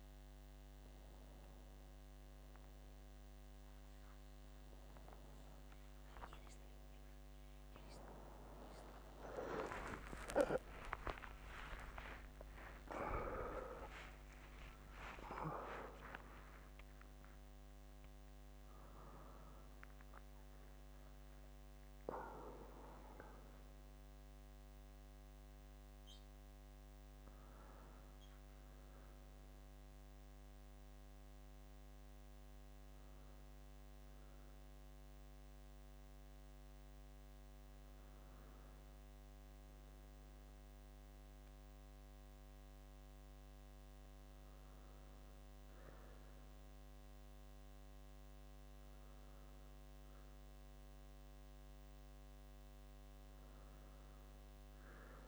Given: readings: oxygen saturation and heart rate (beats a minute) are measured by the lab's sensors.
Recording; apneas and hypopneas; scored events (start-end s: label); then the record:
a person awake in a sleep study, by a microphone on the trachea; none
none scored
From the record:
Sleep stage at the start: awake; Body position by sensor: on the left side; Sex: male